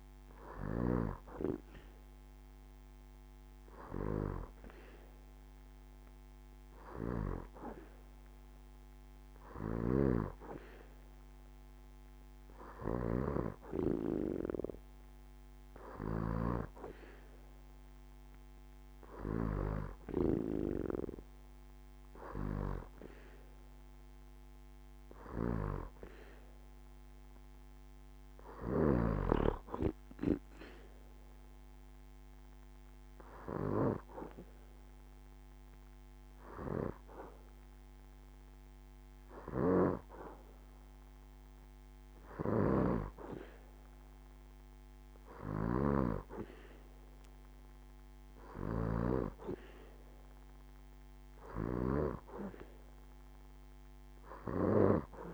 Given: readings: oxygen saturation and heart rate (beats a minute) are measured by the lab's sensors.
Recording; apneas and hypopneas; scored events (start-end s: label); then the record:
breathing in sleep by a microphone on the trachea; none
none scored
From the record:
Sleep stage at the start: N2 (light sleep); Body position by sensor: on the back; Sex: female